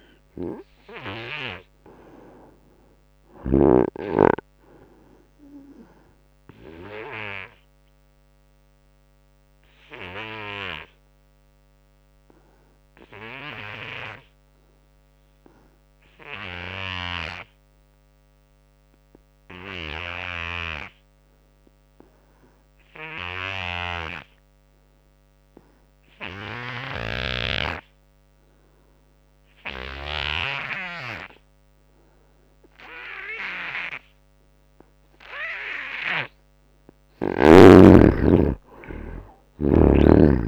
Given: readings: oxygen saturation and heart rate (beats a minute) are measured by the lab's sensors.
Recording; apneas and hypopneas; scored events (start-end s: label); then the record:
breathing in sleep by a microphone on the trachea; 1
0.00-14.00 s: oxygen desaturation (device-marked, oxygen 72% lowest, heart rate 69 extreme)
4.50-36.00 s: obstructive apnea (oxygen 95% before, 72% lowest, heart rate 79 before, 75 extreme, up 7 after)
26.00-40.48 s: oxygen desaturation (device-marked, oxygen 98% before, 75% lowest, heart rate 87 before, 64 extreme)
26.50-30.00 s: snoring (device-marked)
37.00-40.48 s: arousal
From the record:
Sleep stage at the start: N2 (light sleep); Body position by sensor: on the right side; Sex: male